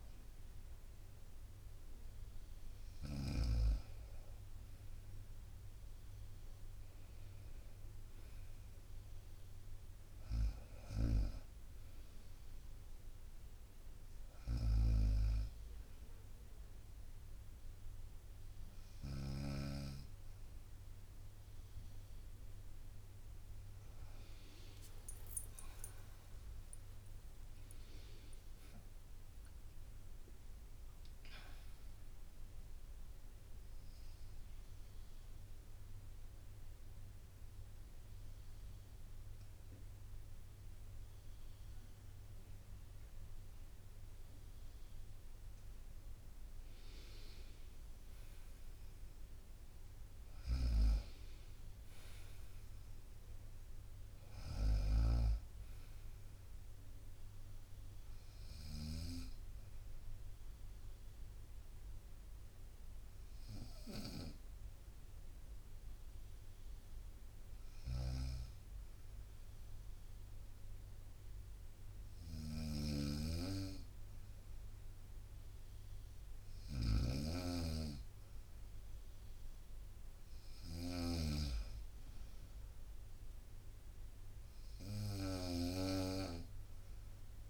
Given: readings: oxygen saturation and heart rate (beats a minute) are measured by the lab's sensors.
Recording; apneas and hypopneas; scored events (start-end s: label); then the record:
breathing in sleep by a room microphone; 2
0.00-3.50 s: snoring (device-marked)
25.00-27.00 s: long interval between heartbeats (device-marked, heart rate 66 before, 76 extreme)
27.00-31.00 s: arousal
34.50-47.00 s: mixed apnea (oxygen 96% before, 92% lowest, heart rate 71 before, 58 extreme, up 4 after)
49.00-53.00 s: arousal
51.00-65.00 s: oxygen desaturation (device-marked, oxygen 96% before, 92% lowest, heart rate 67 before, 58 extreme)
58.00-61.00 s: bradycardia (device-marked, heart rate 70 before, 61 extreme)
61.50-77.50 s: hypopnea (oxygen 96% before, 92% lowest, heart rate 64 before, 63 extreme, up 2 after)
67.50-87.50 s: snoring (device-marked)
79.50-83.00 s: arousal
From the record:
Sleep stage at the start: N2 (light sleep); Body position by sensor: on the right side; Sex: female